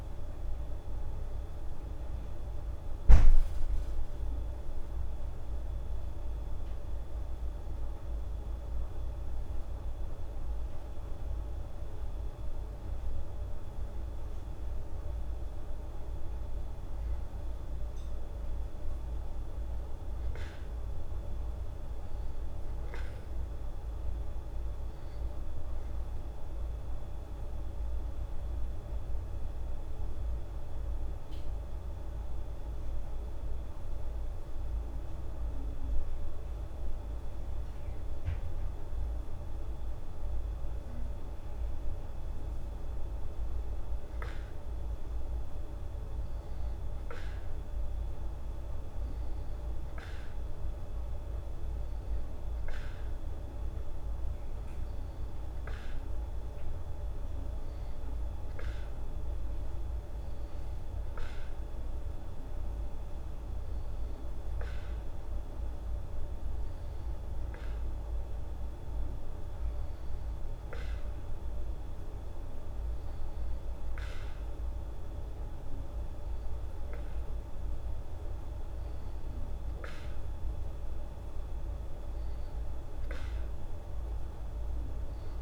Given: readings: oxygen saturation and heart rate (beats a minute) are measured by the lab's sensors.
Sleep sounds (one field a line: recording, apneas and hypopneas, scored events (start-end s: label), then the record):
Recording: breathing in sleep, hard to hear, by a room microphone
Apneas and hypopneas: none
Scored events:
none scored
From the record:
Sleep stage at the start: N2 (light sleep)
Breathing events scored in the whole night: 206 in 7.8 hours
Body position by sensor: on the back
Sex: female